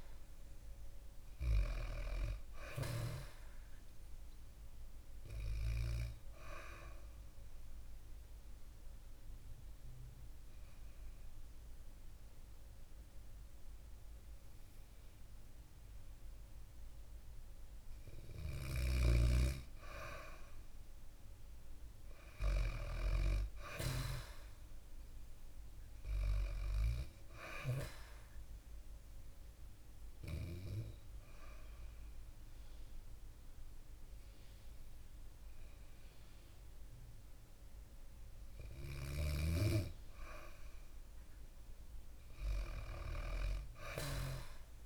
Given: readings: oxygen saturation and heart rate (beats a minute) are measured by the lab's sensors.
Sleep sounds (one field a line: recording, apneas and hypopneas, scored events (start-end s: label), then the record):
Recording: breathing in sleep by a room microphone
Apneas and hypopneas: 2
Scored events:
0.00-1.00 s: arousal
7.00-17.00 s: obstructive apnea (oxygen 98% before, 94% lowest, heart rate 63 before, 58 extreme, up 0 after)
16.50-19.50 s: bradycardia (device-marked, heart rate 64 before, 60 extreme)
19.50-23.00 s: arousal
23.50-41.50 s: oxygen desaturation (device-marked, oxygen 98% before, 95% lowest, heart rate 63 before, 59 extreme)
28.00-40.00 s: obstructive apnea (oxygen 98% before, 95% lowest, heart rate 61 before, 59 extreme, up 6 after)
42.50-44.86 s: arousal
From the record:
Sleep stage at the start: N2 (light sleep)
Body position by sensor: on the back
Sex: female